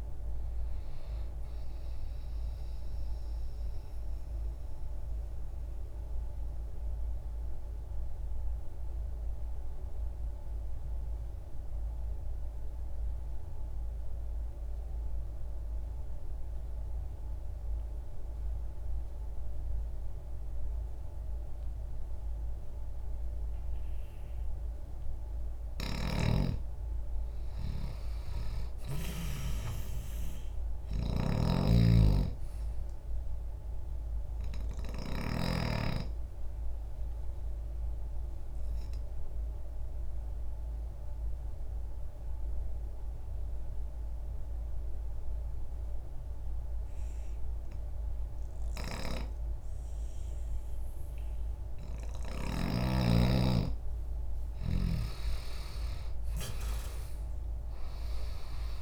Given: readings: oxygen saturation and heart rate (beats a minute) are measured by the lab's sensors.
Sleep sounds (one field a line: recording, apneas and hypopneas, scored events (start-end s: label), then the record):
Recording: breathing in sleep by a room microphone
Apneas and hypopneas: 2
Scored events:
2.00-24.50 s: mixed apnea (oxygen 95% before, 84% lowest, heart rate 62 before, 60 extreme, up 0 after)
18.50-27.50 s: oxygen desaturation (device-marked, oxygen 92% before, 85% lowest, heart rate 62 before, 60 extreme)
25.50-35.50 s: snoring (device-marked)
27.00-31.00 s: arousal
36.00-54.00 s: obstructive apnea (oxygen 97% before, 84% lowest, heart rate 60 before, 59 extreme, up 3 after)
43.50-57.50 s: oxygen desaturation (device-marked, oxygen 97% before, 88% lowest, heart rate 60 before, 59 extreme)
48.50-52.50 s: snoring (device-marked)
55.50-58.82 s: arousal
From the record:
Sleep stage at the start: N2 (light sleep)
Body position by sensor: on the left side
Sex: male